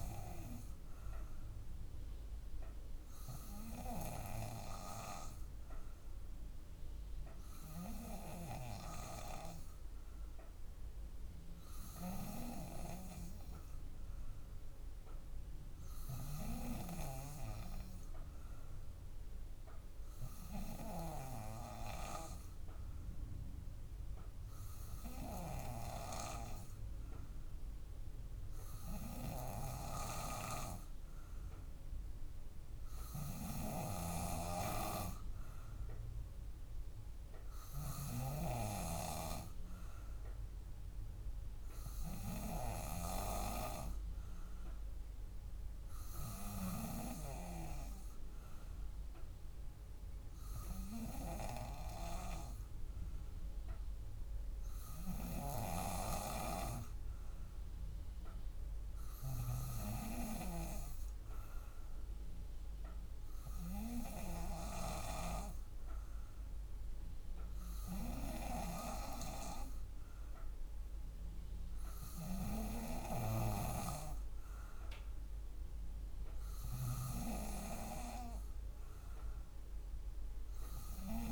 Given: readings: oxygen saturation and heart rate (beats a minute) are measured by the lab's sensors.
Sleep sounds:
breathing in sleep by a room microphone; none
33.00-38.00 s: snoring (device-marked)
71.50-76.50 s: snoring (device-marked)
78.00-81.32 s: drop in pulse transit time (device-marked, heart rate 61 before, 57 extreme)
From the record:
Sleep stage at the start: N2 (light sleep); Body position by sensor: on the back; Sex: female

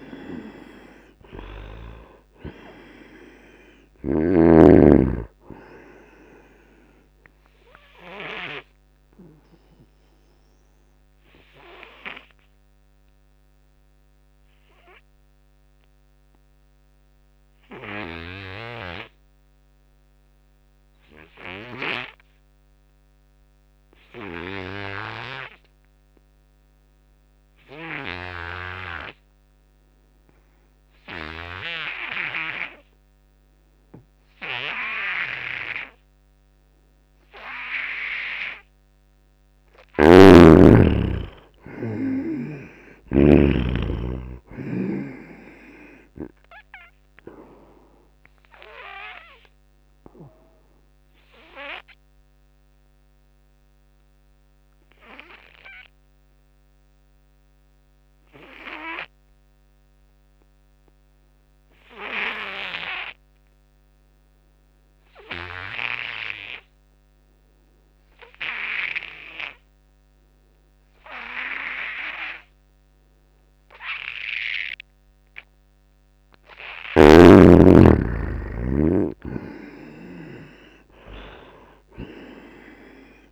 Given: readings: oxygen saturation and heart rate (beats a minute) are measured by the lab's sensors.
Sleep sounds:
breathing in sleep by a microphone on the trachea; 2
0.00-20.50 s: oxygen desaturation (device-marked, oxygen 73% lowest, heart rate 69 extreme)
7.00-38.00 s: obstructive apnea (oxygen 96% before, 73% lowest, heart rate 75 before, 78 extreme, up 12 after)
22.50-61.50 s: oxygen desaturation (device-marked, oxygen 98% before, 75% lowest, heart rate 89 before, 70 extreme)
39.50-41.50 s: long interval between heartbeats (device-marked, heart rate 82 before, 87 extreme)
39.50-43.00 s: arousal
39.50-43.50 s: snoring (device-marked)
47.50-76.50 s: obstructive apnea (oxygen 98% before, 75% lowest, heart rate 82 before, 70 extreme, up 9 after)
67.50-83.32 s: oxygen desaturation (device-marked, oxygen 96% before, 75% lowest, heart rate 84 before, 70 extreme)
78.00-81.50 s: arousal
79.00-83.32 s: snoring (device-marked)
From the record:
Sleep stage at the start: N2 (light sleep); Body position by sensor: on the back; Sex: male

